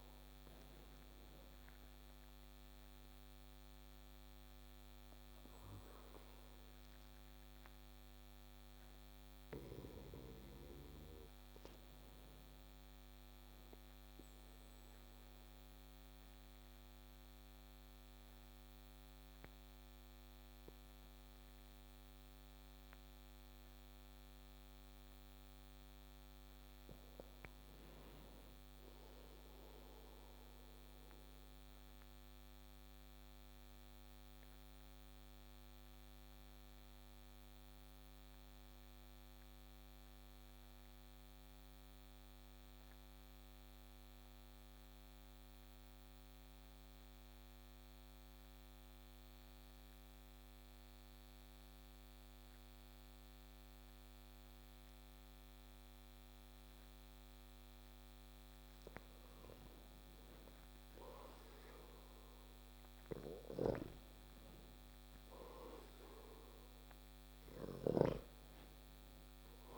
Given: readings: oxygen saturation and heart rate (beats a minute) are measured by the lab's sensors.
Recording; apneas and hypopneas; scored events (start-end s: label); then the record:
breathing in sleep by a microphone on the trachea; 1
25.50-28.50 s: arousal
30.50-58.50 s: obstructive apnea (oxygen 97% before, 94% lowest)
56.00-57.00 s: oxygen desaturation (device-marked, oxygen 97% before, 96% lowest)
61.00-65.50 s: arousal
From the record:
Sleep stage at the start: N2 (light sleep); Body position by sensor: on the back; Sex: male